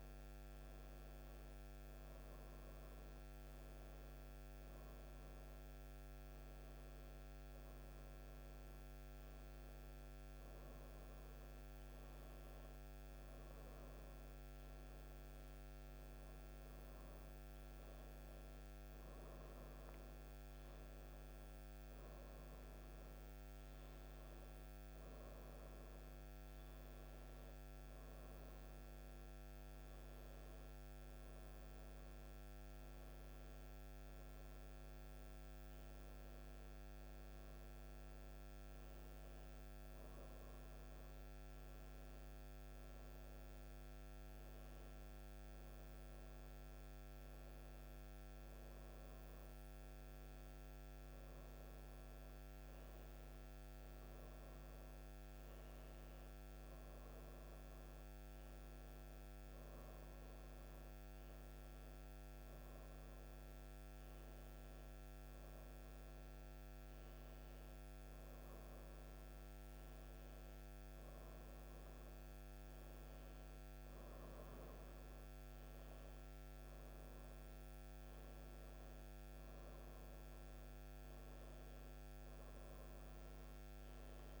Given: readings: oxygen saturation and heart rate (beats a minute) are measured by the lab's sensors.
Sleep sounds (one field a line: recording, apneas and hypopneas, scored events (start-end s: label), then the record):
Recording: breathing in sleep, hard to hear, by a microphone on the trachea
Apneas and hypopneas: none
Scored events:
none scored
From the record:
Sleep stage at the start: N1 (lightest sleep)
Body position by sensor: on the right side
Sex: female